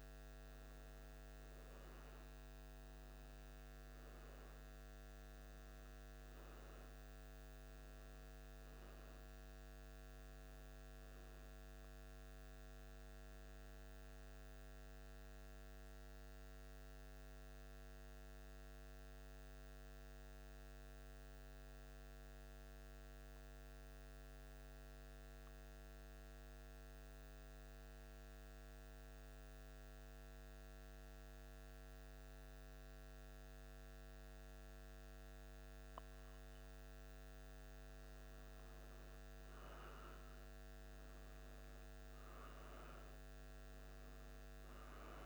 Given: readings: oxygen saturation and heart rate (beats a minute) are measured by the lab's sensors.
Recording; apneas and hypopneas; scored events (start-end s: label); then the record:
breathing in sleep, hard to hear, by a microphone on the trachea; 1
15.00-37.00 s: obstructive apnea (oxygen 96% before, 95% lowest, heart rate 78 before, 77 extreme, up 0 after)
39.50-45.00 s: arousal
From the record:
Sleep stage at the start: N1 (lightest sleep); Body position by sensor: on the back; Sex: male